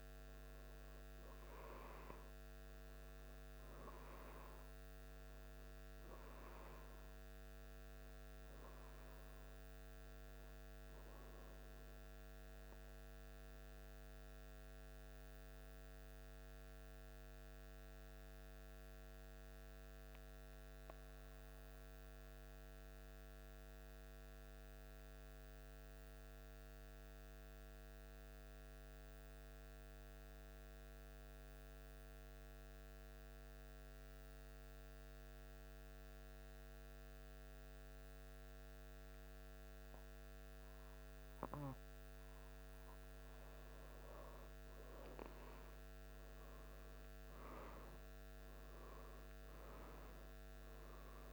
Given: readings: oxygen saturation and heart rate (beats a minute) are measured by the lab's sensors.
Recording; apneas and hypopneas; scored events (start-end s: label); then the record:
breathing in sleep, hard to hear, by a microphone on the trachea; 1
11.50-42.00 s: mixed apnea (oxygen 97% before, 94% lowest, heart rate 76 before, 74 extreme, up 1 after)
44.00-48.00 s: arousal
From the record:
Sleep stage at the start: N2 (light sleep); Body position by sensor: on the back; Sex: male